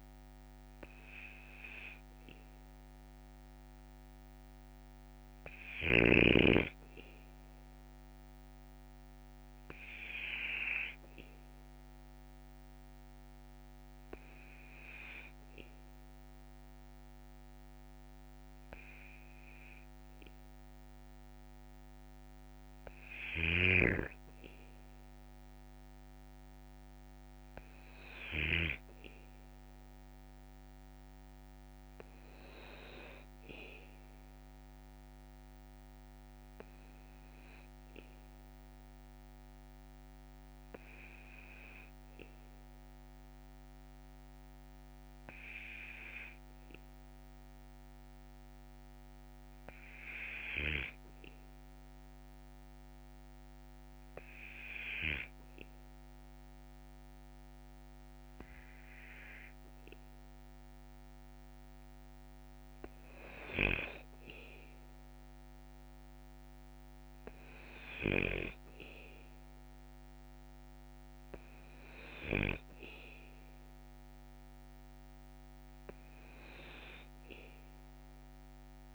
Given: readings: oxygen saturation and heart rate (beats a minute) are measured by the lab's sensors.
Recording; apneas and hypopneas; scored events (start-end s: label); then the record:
breathing in sleep by a microphone on the trachea; 1
23.00-28.50 s: snoring (device-marked)
42.00-58.00 s: obstructive apnea (oxygen 96% before, 95% lowest, heart rate 54 before, 53 extreme, up 3 after)
60.50-63.50 s: arousal
From the record:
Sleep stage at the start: N2 (light sleep); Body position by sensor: on the back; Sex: male